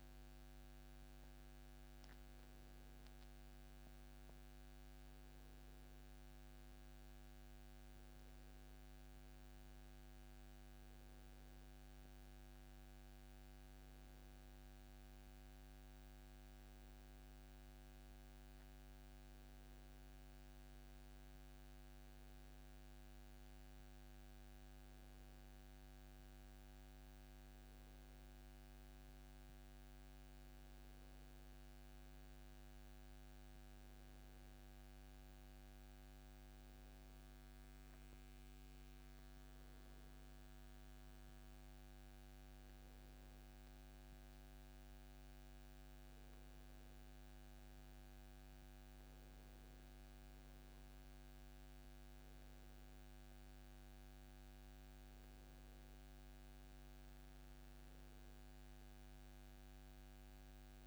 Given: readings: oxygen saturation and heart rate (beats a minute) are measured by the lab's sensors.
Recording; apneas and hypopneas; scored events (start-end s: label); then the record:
breathing in sleep, hard to hear, by a microphone on the trachea; none
16.50-60.87 s: new sleep stage, N2 (light sleep)
From the record:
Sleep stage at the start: N1 (lightest sleep); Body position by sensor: on the back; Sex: male